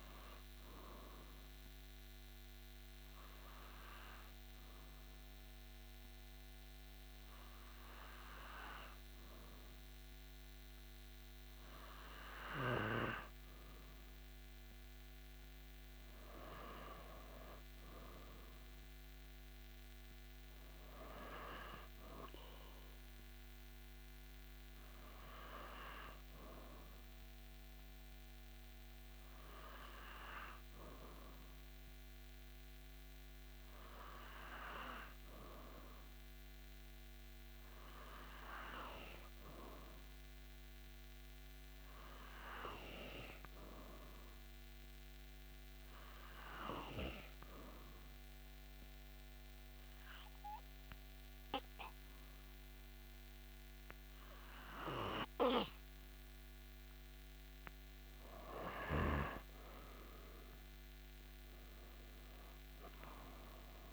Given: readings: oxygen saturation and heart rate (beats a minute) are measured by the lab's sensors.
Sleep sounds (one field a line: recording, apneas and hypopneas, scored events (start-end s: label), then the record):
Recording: breathing in sleep by a microphone on the trachea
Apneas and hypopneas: 2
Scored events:
1.50-13.00 s: obstructive apnea (oxygen 96% before, 91% lowest)
15.00-18.50 s: arousal
42.50-56.00 s: hypopnea (oxygen 96% before, 90% lowest)
50.00-63.93 s: oxygen desaturation (device-marked, oxygen 96% before, 90% lowest)
60.50-63.50 s: arousal
From the record:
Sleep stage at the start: N2 (light sleep)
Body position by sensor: on the back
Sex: male